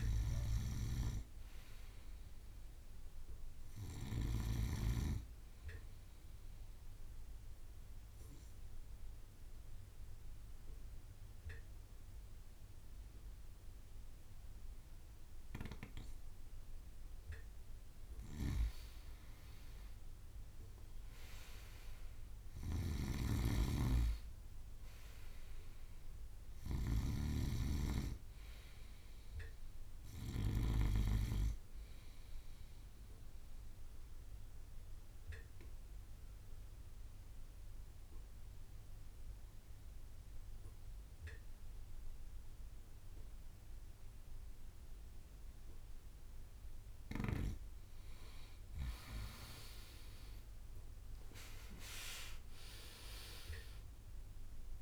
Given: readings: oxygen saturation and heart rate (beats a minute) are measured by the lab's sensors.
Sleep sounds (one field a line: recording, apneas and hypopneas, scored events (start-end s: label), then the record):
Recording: breathing in sleep by a room microphone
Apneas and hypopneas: 2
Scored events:
0.00-37.00 s: bradycardia (device-marked, heart rate 53 extreme)
6.50-17.50 s: obstructive apnea (oxygen 98% before, 93% lowest, heart rate 56 before, 54 extreme, up 3 after)
20.00-25.00 s: arousal
23.00-31.00 s: snoring (device-marked)
33.00-46.50 s: obstructive apnea (oxygen 98% before, 93% lowest, heart rate 56 before, 50 extreme, up 5 after)
38.00-50.00 s: bradycardia (device-marked, heart rate 60 before, 54 extreme)
50.50-54.82 s: arousal
From the record:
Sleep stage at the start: N2 (light sleep)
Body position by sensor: on the right side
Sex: male